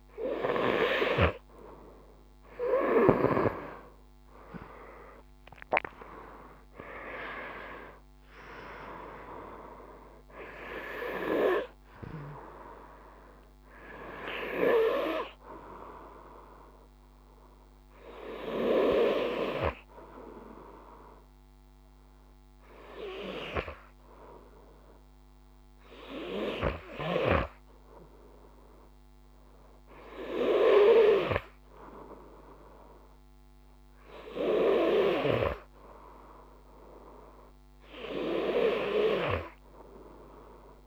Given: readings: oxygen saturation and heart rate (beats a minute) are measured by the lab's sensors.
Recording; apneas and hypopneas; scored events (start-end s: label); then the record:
breathing in sleep by a microphone on the trachea; none
6.50-34.50 s: oxygen desaturation (device-marked, oxygen 94% before, 91% lowest, heart rate 52 before, 49 extreme)
35.50-39.50 s: arousal
From the record:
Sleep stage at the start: N2 (light sleep); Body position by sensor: on the front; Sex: male